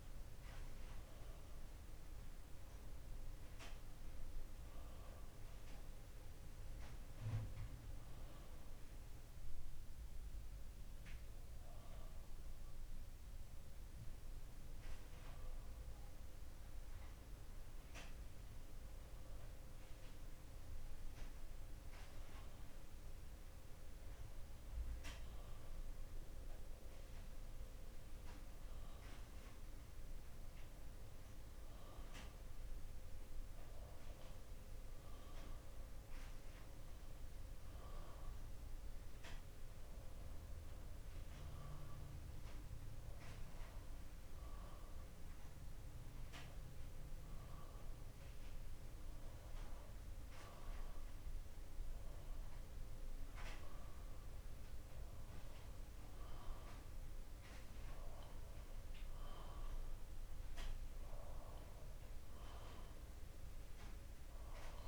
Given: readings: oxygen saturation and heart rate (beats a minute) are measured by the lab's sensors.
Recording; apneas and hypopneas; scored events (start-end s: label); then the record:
breathing in sleep by a room microphone; none
none scored
From the record:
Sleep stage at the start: REM sleep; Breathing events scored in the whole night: 118 in 4.5 hours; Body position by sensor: on the back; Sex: male